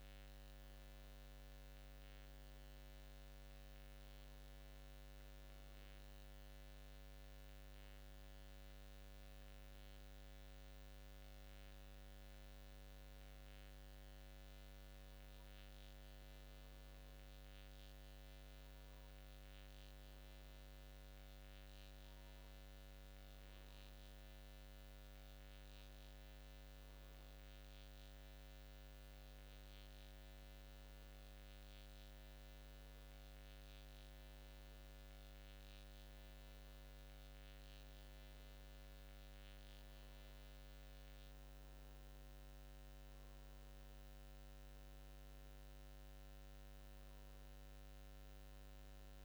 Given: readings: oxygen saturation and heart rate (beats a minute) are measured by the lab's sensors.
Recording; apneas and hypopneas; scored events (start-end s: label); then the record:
breathing in sleep, hard to hear, by a microphone on the trachea; none
none scored
From the record:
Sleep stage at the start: N2 (light sleep); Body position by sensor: on the back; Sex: male